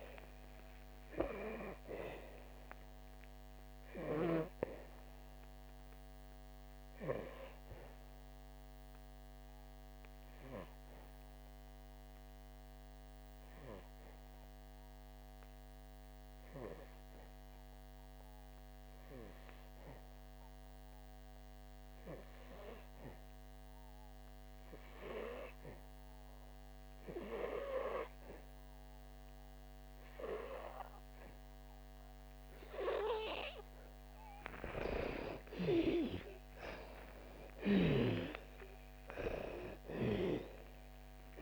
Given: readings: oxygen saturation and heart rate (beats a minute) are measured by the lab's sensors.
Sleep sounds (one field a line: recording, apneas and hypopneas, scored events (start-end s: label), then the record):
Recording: breathing in sleep by a microphone on the trachea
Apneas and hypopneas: 1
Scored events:
0.00-26.50 s: oxygen desaturation (device-marked, oxygen 86% lowest, heart rate 55 extreme)
4.00-33.50 s: obstructive apnea (oxygen 99% before, 86% lowest, heart rate 64 before, 55 extreme, up 4 after)
34.50-41.42 s: oxygen desaturation (device-marked, oxygen 98% before, 93% lowest, heart rate 61 before, 55 extreme)
35.00-39.50 s: arousal
From the record:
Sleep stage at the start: N2 (light sleep)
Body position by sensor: on the back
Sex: female